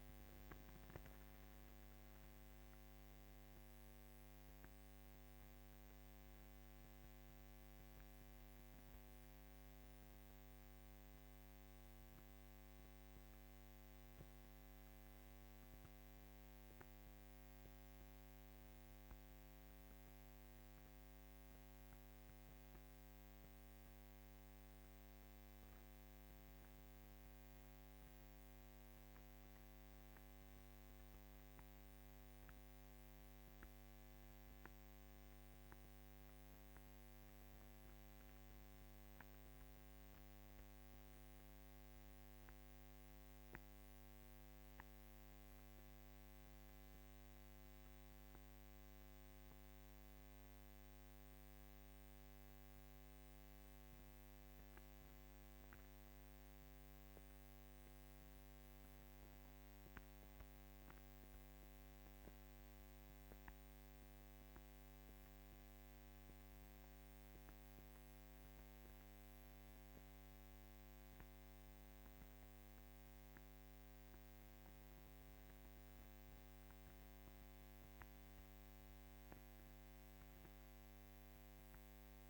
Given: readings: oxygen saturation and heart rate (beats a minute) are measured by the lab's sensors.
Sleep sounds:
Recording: breathing in sleep, hard to hear, by a microphone on the trachea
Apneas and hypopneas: 1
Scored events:
0.00-16.50 s: oxygen desaturation (device-marked, oxygen 94% lowest, heart rate 54 extreme)
42.00-55.00 s: central apnea (oxygen 99% before, 96% lowest, heart rate 61 before, 52 extreme, up 7 after)
57.50-62.00 s: arousal
From the record:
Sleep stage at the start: N2 (light sleep)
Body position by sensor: on the back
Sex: female

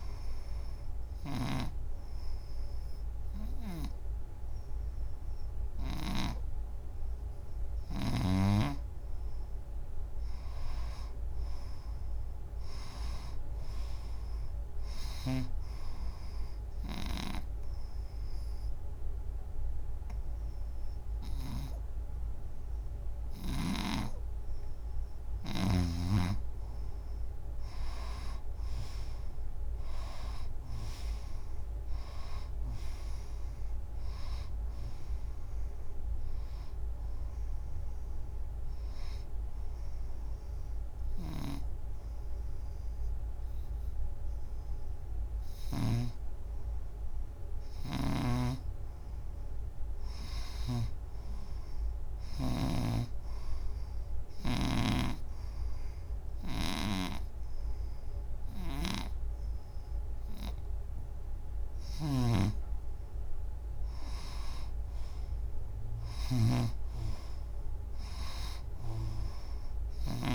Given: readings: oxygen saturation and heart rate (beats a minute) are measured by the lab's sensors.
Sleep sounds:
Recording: breathing in sleep by a room microphone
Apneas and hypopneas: 4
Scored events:
0.00-6.00 s: snoring (device-marked)
1.00-11.00 s: obstructive apnea (oxygen 96% before, 87% lowest, heart rate 91 before, 84 extreme, up 8 after)
1.00-13.00 s: oxygen desaturation (device-marked, oxygen 96% before, 89% lowest, heart rate 91 before, 84 extreme)
12.00-14.50 s: arousal
15.00-21.50 s: snoring (device-marked)
16.50-26.50 s: obstructive apnea (oxygen 96% before, 87% lowest, heart rate 90 before, 83 extreme, up 2 after)
21.00-27.00 s: oxygen desaturation (device-marked, oxygen 95% before, 89% lowest, heart rate 91 before, 82 extreme)
29.50-32.50 s: arousal
36.00-46.00 s: oxygen desaturation (device-marked, oxygen 95% before, 87% lowest, heart rate 93 before, 81 extreme)
37.00-47.00 s: hypopnea (oxygen 95% before, 83% lowest, heart rate 93 before, 81 extreme)
41.00-46.00 s: snoring (device-marked)
48.50-51.50 s: arousal
50.50-54.50 s: snoring (device-marked)
54.00-64.00 s: obstructive apnea (oxygen 96% before, 83% lowest, heart rate 91 before, 74 extreme, up 8 after)
56.50-70.35 s: snoring (device-marked)
58.00-64.00 s: oxygen desaturation (device-marked, oxygen 96% before, 90% lowest, heart rate 89 before, 74 extreme)
64.50-67.50 s: arousal
From the record:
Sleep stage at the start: N2 (light sleep)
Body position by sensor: on the front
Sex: female

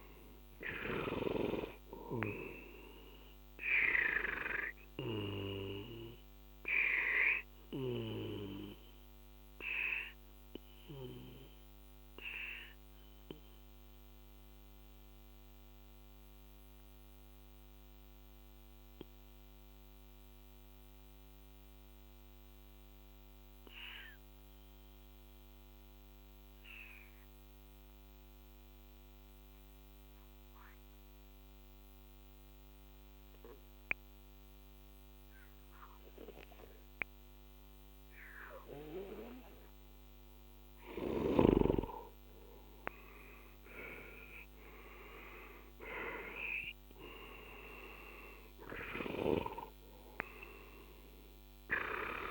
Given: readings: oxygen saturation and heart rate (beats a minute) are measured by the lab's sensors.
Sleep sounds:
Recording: breathing in sleep by a microphone on the trachea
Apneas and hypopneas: 1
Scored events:
4.00-21.00 s: oxygen desaturation (device-marked, oxygen 94% before, 91% lowest, heart rate 52 before, 38 extreme)
4.00-39.50 s: obstructive apnea (oxygen 98% before, 90% lowest, heart rate 52 before, 36 extreme, up 11 after)
39.00-50.00 s: oxygen desaturation (device-marked, oxygen 97% before, 91% lowest, heart rate 45 before, 36 extreme)
42.00-46.50 s: arousal
From the record:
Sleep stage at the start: N2 (light sleep)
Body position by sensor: on the back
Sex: male

